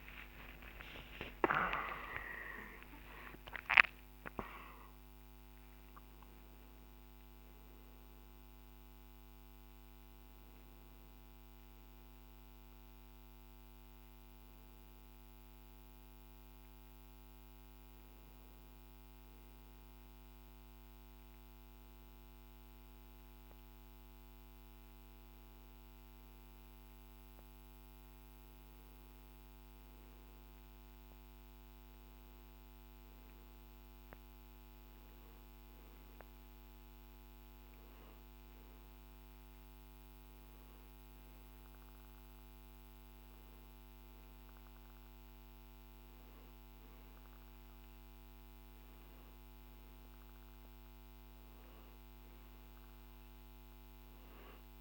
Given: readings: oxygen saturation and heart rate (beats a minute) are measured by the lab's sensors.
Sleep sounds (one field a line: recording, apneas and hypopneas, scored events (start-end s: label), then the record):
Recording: a person partly awake in a sleep study, by a microphone on the trachea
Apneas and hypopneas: none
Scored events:
11.50-54.81 s: new sleep stage, N2 (light sleep)
From the record:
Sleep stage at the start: awake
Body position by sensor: on the back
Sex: male